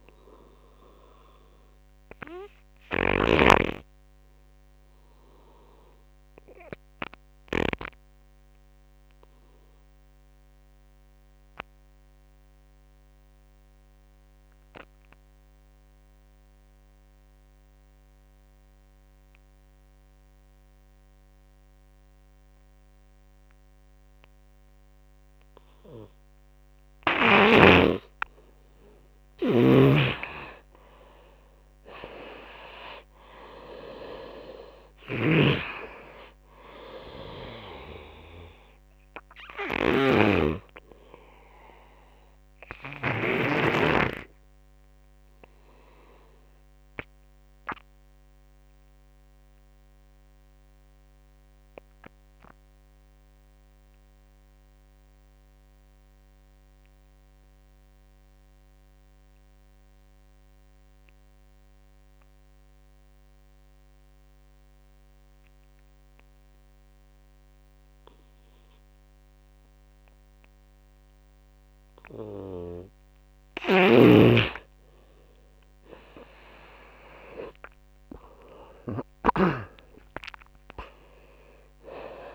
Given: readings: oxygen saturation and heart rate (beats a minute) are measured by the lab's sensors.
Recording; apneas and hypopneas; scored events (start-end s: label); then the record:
breathing in sleep by a microphone on the trachea; 2
0.00-7.00 s: snoring (device-marked)
0.00-13.50 s: oxygen desaturation (device-marked, oxygen 87% lowest)
1.50-24.50 s: obstructive apnea (oxygen 96% before, 84% lowest)
26.50-53.50 s: oxygen desaturation (device-marked, oxygen 98% before, 84% lowest)
27.50-30.50 s: arousal
29.00-43.00 s: snoring (device-marked)
45.00-71.00 s: obstructive apnea (oxygen 98% before, 85% lowest)
64.50-82.35 s: oxygen desaturation (device-marked, oxygen 100% before, 86% lowest)
72.50-82.35 s: snoring (device-marked)
75.00-79.50 s: arousal
From the record:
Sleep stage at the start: N2 (light sleep); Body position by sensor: on the right side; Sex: male